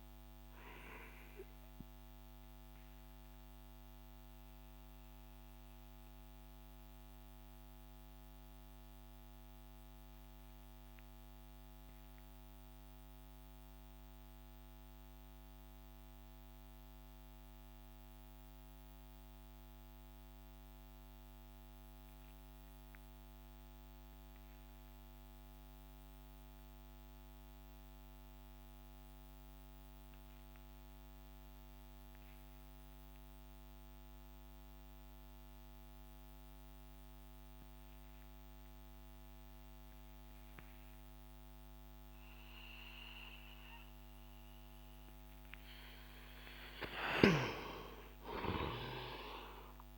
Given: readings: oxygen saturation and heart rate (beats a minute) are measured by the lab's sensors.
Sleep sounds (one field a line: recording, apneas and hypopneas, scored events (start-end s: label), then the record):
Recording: breathing in sleep by a microphone on the trachea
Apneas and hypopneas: 1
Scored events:
2.50-45.50 s: mixed apnea (oxygen 96% before, 91% lowest)
4.50-11.50 s: oxygen desaturation (device-marked, oxygen 95% before, 92% lowest)
46.50-49.98 s: arousal
From the record:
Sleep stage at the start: N2 (light sleep)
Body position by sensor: on the back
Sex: male